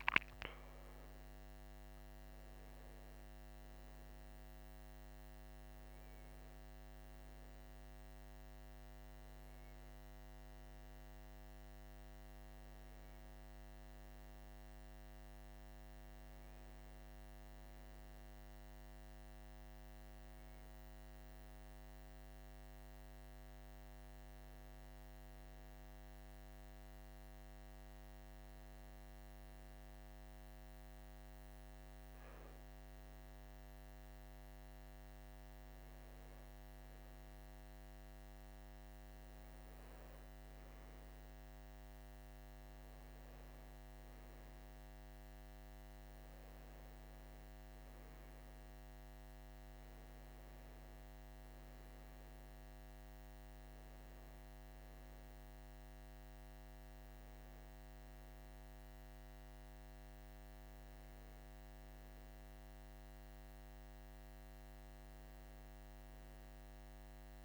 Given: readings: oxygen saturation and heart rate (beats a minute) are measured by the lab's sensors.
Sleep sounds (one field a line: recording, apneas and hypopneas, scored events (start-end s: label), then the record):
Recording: breathing in sleep, hard to hear, by a microphone on the trachea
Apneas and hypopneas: none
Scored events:
none scored
From the record:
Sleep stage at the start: N2 (light sleep)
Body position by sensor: on the right side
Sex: male